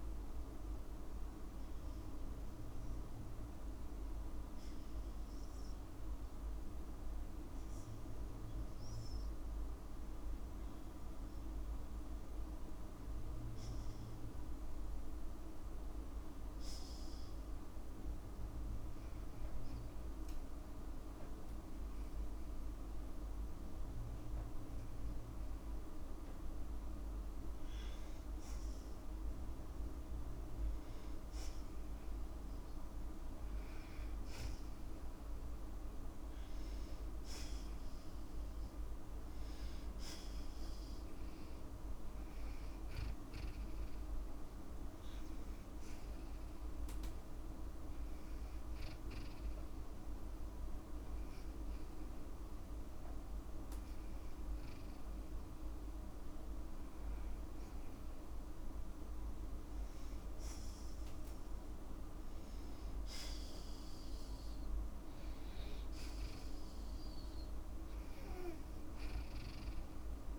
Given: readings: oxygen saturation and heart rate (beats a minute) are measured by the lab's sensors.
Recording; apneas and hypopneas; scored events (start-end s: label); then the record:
breathing in sleep, hard to hear, by a room microphone; 2
0.50-4.50 s: arousal
7.00-20.00 s: oxygen desaturation (device-marked, oxygen 96% before, 92% lowest, heart rate 56 before, 54 extreme)
14.50-27.00 s: hypopnea (oxygen 96% before, 92% lowest, heart rate 55 before, 54 extreme, up 2 after)
32.00-35.50 s: arousal
41.00-59.00 s: oxygen desaturation (device-marked, oxygen 96% before, 93% lowest, heart rate 55 before, 55 extreme)
47.00-57.50 s: hypopnea (oxygen 98% before, 92% lowest, heart rate 56 before, 55 extreme, up 2 after)
60.00-64.00 s: arousal
From the record:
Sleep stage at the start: N2 (light sleep); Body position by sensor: on the back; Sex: female